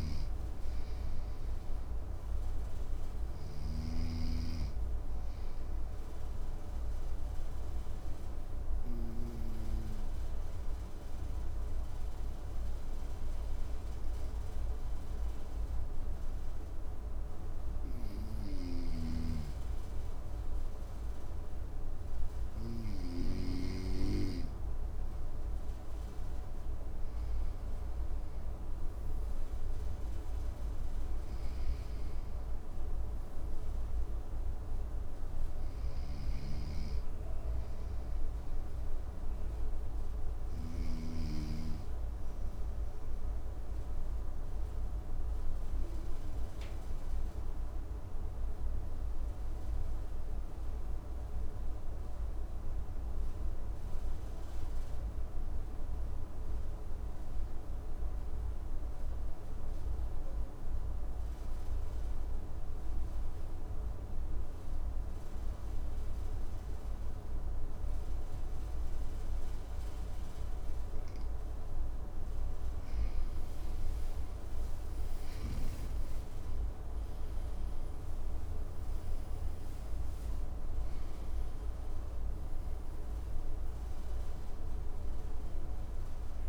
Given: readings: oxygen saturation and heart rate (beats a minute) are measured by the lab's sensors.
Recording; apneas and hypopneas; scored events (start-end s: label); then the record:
breathing in sleep by a room microphone; 2
0.00-3.00 s: snoring (device-marked)
0.00-11.50 s: oxygen desaturation (device-marked, oxygen 94% lowest, heart rate 58 extreme)
3.50-18.00 s: obstructive apnea (oxygen 99% before, 93% lowest, heart rate 60 before, 58 extreme, up 1 after)
18.00-22.50 s: snoring (device-marked)
20.50-23.00 s: arousal
30.50-40.00 s: snoring (device-marked)
39.50-69.00 s: obstructive apnea (oxygen 98% before, 91% lowest, heart rate 60 before, 55 extreme, up 6 after)
64.50-86.48 s: oxygen desaturation (device-marked, oxygen 98% before, 91% lowest, heart rate 56 before, 56 extreme)
72.00-76.50 s: arousal
From the record:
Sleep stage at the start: N2 (light sleep); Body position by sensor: on the right side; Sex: male